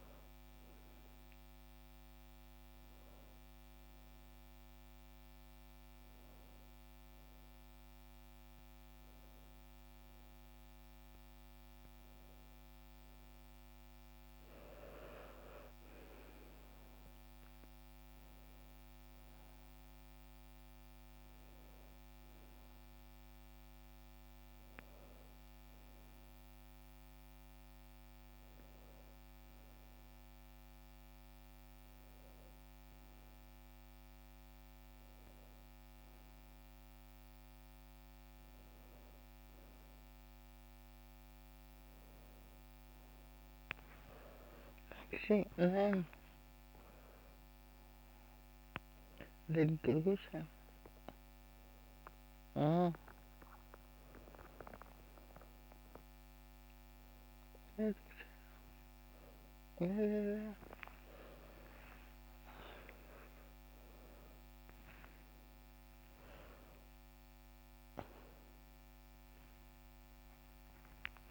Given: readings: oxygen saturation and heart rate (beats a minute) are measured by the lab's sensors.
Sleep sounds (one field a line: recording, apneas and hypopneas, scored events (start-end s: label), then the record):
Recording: a person awake in a sleep study, by a microphone on the trachea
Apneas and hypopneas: none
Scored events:
none scored
From the record:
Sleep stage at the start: awake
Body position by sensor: on the right side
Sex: female